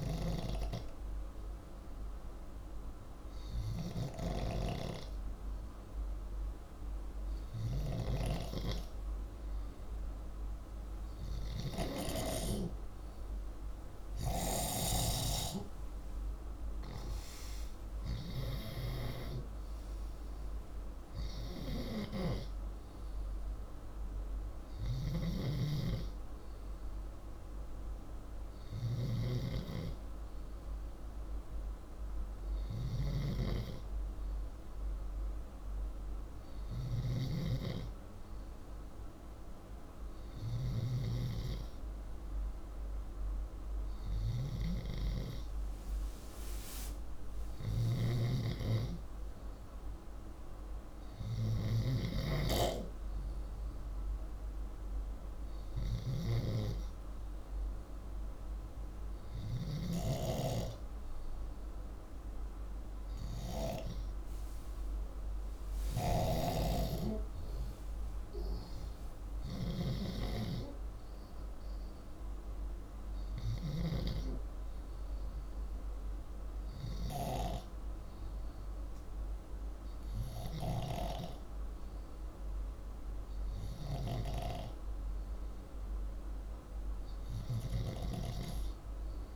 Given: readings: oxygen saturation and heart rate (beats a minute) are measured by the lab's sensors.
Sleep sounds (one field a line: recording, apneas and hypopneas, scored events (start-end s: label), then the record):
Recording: breathing in sleep by a room microphone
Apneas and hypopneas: none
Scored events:
0.00-3.00 s: oxygen desaturation (device-marked, oxygen 92% lowest, heart rate 96 extreme)
14.50-18.50 s: arousal
47.00-52.00 s: snoring (device-marked)
84.00-89.36 s: oxygen desaturation (device-marked, oxygen 100% before, 96% lowest, heart rate 126 before, 104 extreme)
From the record:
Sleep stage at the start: N2 (light sleep)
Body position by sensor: upright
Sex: male